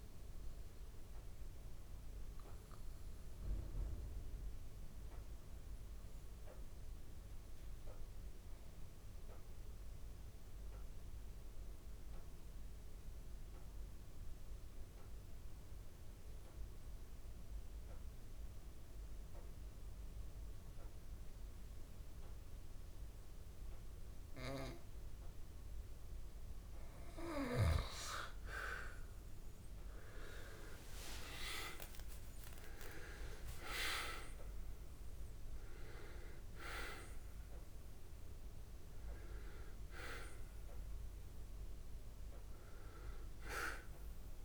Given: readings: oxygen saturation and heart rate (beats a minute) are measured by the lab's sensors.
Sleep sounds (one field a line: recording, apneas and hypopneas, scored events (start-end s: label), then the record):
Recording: breathing in sleep by a room microphone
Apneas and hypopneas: 1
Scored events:
0.00-7.50 s: oxygen desaturation (device-marked, oxygen 84% lowest, heart rate 65 extreme)
3.50-27.00 s: obstructive apnea (oxygen 97% before, 85% lowest, heart rate 72 before, 65 extreme)
24.50-44.45 s: oxygen desaturation (device-marked, oxygen 98% before, 85% lowest, heart rate 66 before, 65 extreme)
29.00-33.50 s: arousal
From the record:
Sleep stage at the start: N2 (light sleep)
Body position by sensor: on the back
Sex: male